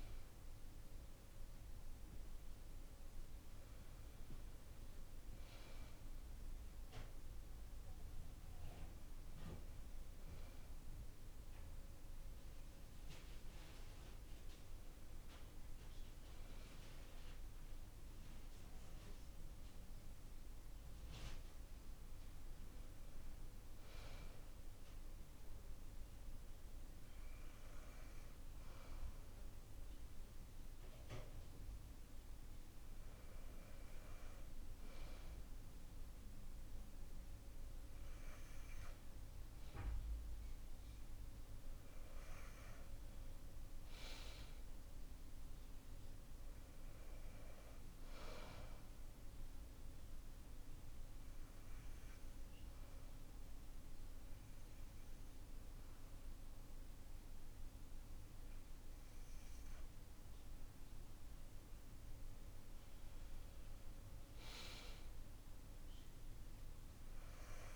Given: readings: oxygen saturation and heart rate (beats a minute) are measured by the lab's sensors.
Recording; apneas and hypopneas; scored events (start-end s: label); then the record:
breathing in sleep, hard to hear, by a room microphone; 1
41.50-45.00 s: arousal
49.50-61.00 s: obstructive apnea (oxygen 94% before, 91% lowest)
From the record:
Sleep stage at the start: N2 (light sleep); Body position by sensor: on the back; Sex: male